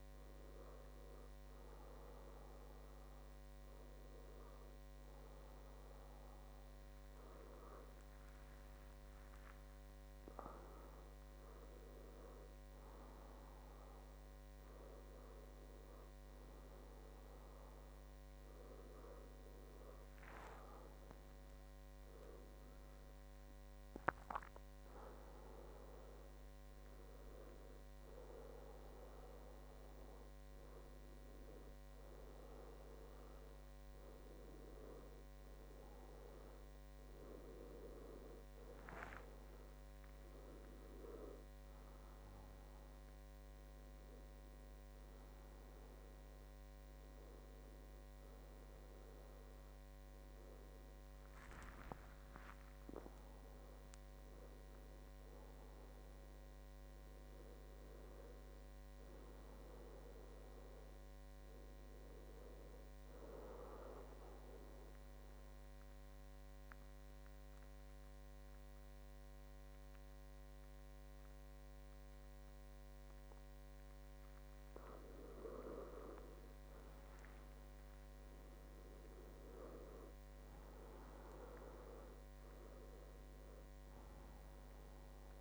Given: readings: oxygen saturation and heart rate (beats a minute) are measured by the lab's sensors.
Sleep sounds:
a person awake in a sleep study, by a microphone on the trachea; 1
0.00-12.00 s: oxygen desaturation (device-marked, oxygen 93% lowest, heart rate 72 extreme)
2.00-62.00 s: new sleep stage, awake
62.00-85.41 s: new sleep stage, N2 (light sleep)
64.50-75.00 s: obstructive apnea (oxygen 97% before, 94% lowest, heart rate 77 before, 64 extreme, up 12 after)
79.00-82.50 s: arousal
From the record:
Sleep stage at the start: N2 (light sleep); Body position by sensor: on the back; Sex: male

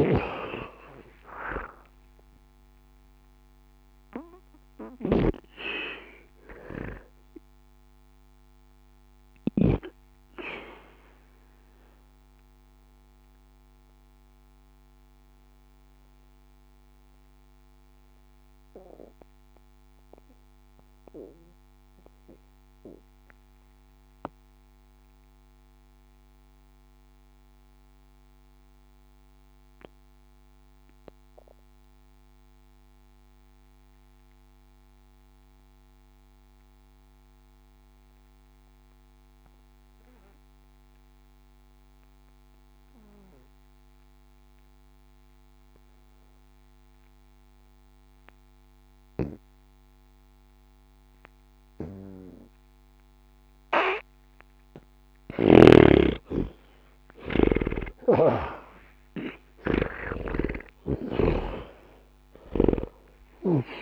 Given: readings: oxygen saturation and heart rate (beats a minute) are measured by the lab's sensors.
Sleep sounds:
breathing in sleep by a microphone on the trachea; 1
0.00-29.50 s: oxygen desaturation (device-marked, oxygen 76% lowest, heart rate 59 extreme)
6.50-8.50 s: bradycardia (device-marked, heart rate 70 before, 63 extreme)
6.50-10.00 s: arousal
12.00-54.50 s: obstructive apnea (oxygen 92% before, 76% lowest, heart rate 67 before, 60 extreme, up 30 after)
51.50-63.82 s: oxygen desaturation (device-marked, oxygen 98% before, 77% lowest, heart rate 60 before, 60 extreme)
55.00-61.00 s: snoring (device-marked)
56.50-61.00 s: arousal
From the record:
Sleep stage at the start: N2 (light sleep); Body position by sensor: on the back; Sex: male

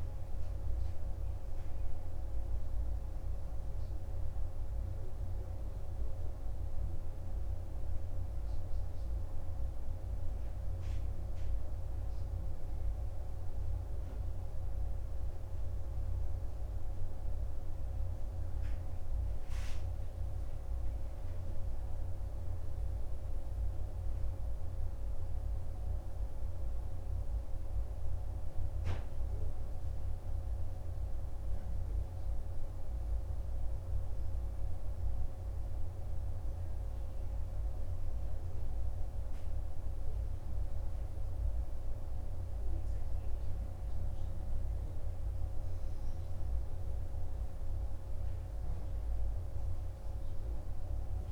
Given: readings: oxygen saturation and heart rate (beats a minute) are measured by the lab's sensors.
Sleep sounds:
breathing in sleep, hard to hear, by a room microphone; none
none scored
From the record:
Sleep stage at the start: N2 (light sleep); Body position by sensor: on the right side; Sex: male

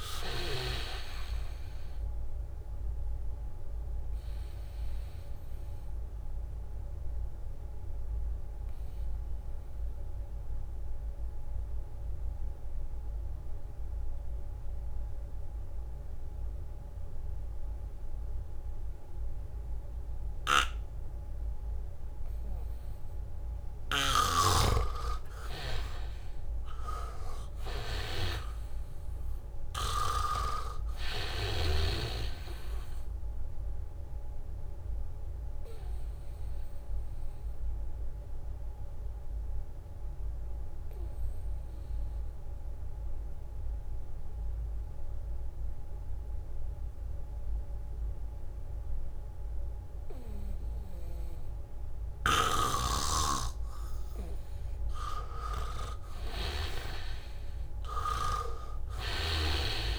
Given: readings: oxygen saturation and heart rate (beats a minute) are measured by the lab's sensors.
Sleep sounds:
breathing in sleep by a room microphone; 2
0.00-16.00 s: oxygen desaturation (device-marked, oxygen 83% lowest, heart rate 76 extreme)
5.00-23.00 s: obstructive apnea (oxygen 99% before, 83% lowest, heart rate 77 before, 76 extreme, up 0 after)
21.00-46.00 s: oxygen desaturation (device-marked, oxygen 99% before, 83% lowest, heart rate 79 before, 74 extreme)
24.50-32.50 s: snoring (device-marked)
26.00-29.50 s: arousal
36.50-53.50 s: obstructive apnea (oxygen 99% before, 83% lowest, heart rate 78 before, 74 extreme)
52.50-57.50 s: snoring (device-marked)
53.00-59.99 s: oxygen desaturation (device-marked, oxygen 98% before, 84% lowest, heart rate 79 before, 74 extreme)
55.50-59.50 s: arousal
From the record:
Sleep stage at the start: N2 (light sleep); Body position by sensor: on the back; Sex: male

